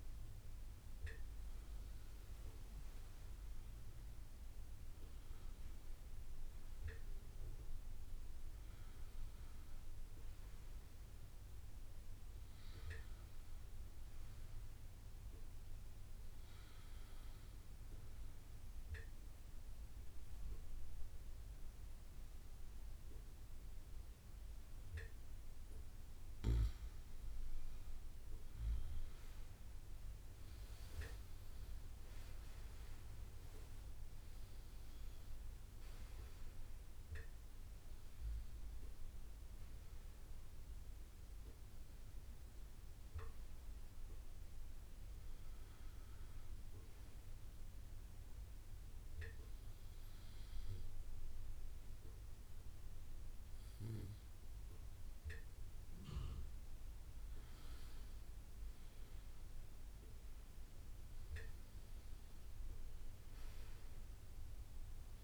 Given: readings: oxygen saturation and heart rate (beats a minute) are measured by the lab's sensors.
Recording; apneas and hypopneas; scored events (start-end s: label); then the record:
breathing in sleep, hard to hear, by a room microphone; 1
7.00-12.00 s: bradycardia (device-marked)
29.00-34.00 s: arousal
39.00-46.00 s: bradycardia (device-marked)
42.00-54.00 s: drop in pulse transit time (device-marked, heart rate 63 before, 57 extreme)
47.50-58.00 s: obstructive apnea (oxygen 97% before, 96% lowest, heart rate 63 before, 56 extreme, up 15 after)
49.50-51.50 s: long interval between heartbeats (device-marked, heart rate 62 before, 68 extreme)
52.00-58.00 s: bradycardia (device-marked)
60.50-64.50 s: arousal
From the record:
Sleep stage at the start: N1 (lightest sleep); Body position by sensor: on the right side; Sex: male